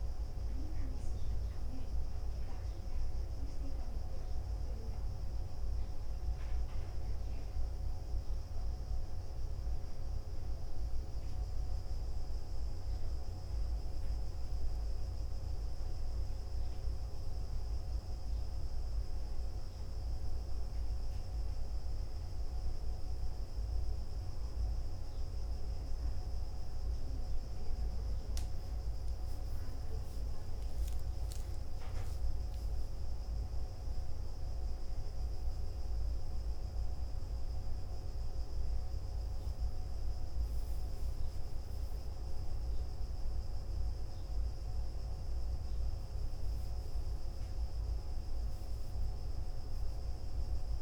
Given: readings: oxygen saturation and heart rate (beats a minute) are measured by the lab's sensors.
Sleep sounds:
breathing in sleep, hard to hear, by a room microphone; none
49.50-50.82 s: arousal
From the record:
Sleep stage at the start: N1 (lightest sleep); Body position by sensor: on the back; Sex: male

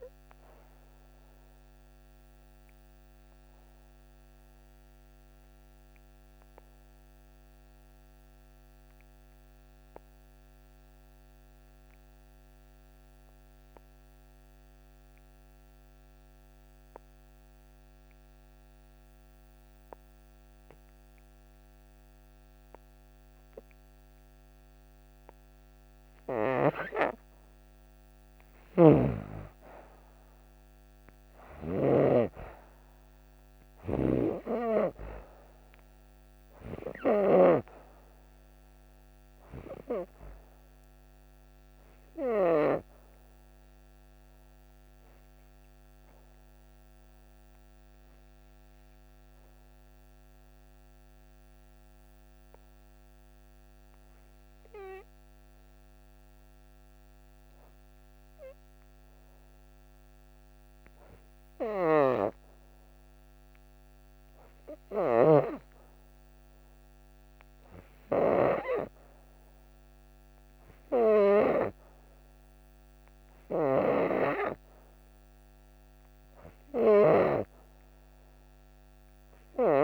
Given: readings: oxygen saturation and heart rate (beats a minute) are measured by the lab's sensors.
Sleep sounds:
breathing in sleep by a microphone on the trachea; 2
0.50-26.00 s: obstructive apnea (oxygen 97% before, 87% lowest)
10.50-22.50 s: oxygen desaturation (device-marked, oxygen 95% before, 91% lowest, heart rate 34 before, 40 extreme)
27.50-31.00 s: arousal
34.50-63.50 s: oxygen desaturation (device-marked, oxygen 97% before, 87% lowest, heart rate 55 before, 56 extreme)
45.00-64.00 s: hypopnea (oxygen 98% before, 87% lowest, heart rate 64 before, 56 extreme, up 9 after)
66.00-70.00 s: arousal
75.50-79.84 s: oxygen desaturation (device-marked, oxygen 97% before, 90% lowest, heart rate 65 before, 59 extreme)
76.50-79.84 s: snoring (device-marked)
From the record:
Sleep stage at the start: N2 (light sleep); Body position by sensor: on the back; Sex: female

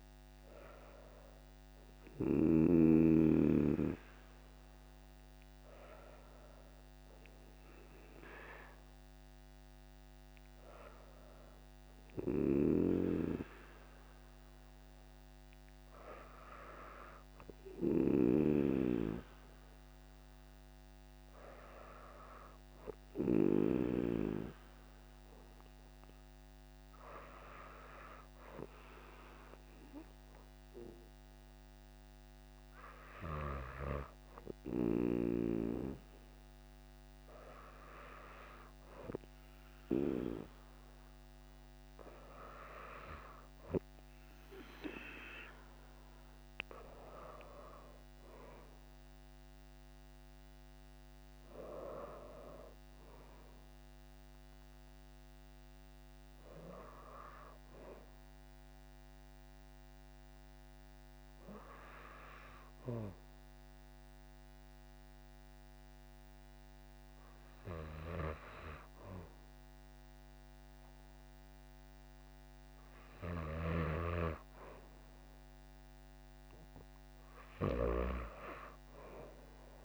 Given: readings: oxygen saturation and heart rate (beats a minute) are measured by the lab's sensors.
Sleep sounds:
breathing in sleep by a microphone on the trachea; none
none scored
From the record:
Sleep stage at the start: N2 (light sleep); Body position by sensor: on the back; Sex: female

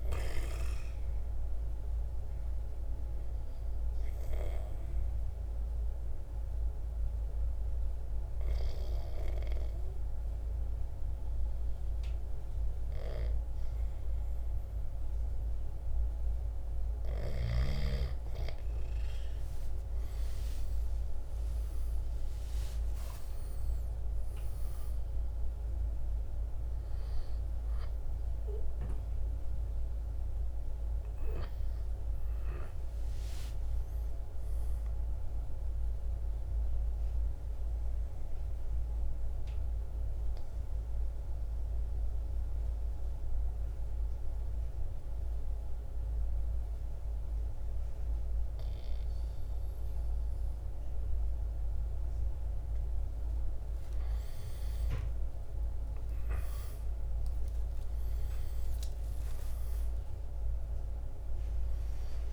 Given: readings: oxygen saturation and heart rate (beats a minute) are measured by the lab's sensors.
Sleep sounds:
breathing in sleep by a room microphone; 2
0.00-7.00 s: drop in pulse transit time (device-marked, heart rate 55 extreme)
0.00-19.00 s: oxygen desaturation (device-marked, oxygen 98% before, 89% lowest, heart rate 58 before, 53 extreme)
1.00-16.00 s: obstructive apnea (oxygen 98% before, 89% lowest, heart rate 58 before, 55 extreme, up 9 after)
19.50-23.50 s: arousal
22.00-34.00 s: drop in pulse transit time (device-marked, heart rate 56 before, 61 extreme)
30.00-47.00 s: oxygen desaturation (device-marked, oxygen 97% before, 91% lowest, heart rate 60 before, 53 extreme)
35.00-52.00 s: obstructive apnea (oxygen 97% before, 91% lowest, heart rate 61 before, 53 extreme, up 12 after)
54.00-58.00 s: arousal
60.00-62.33 s: drop in pulse transit time (device-marked, heart rate 57 before, 56 extreme)
60.00-62.33 s: oxygen desaturation (device-marked, oxygen 97% before, 91% lowest, heart rate 57 before, 55 extreme)
From the record:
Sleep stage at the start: N2 (light sleep); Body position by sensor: on the right side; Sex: male

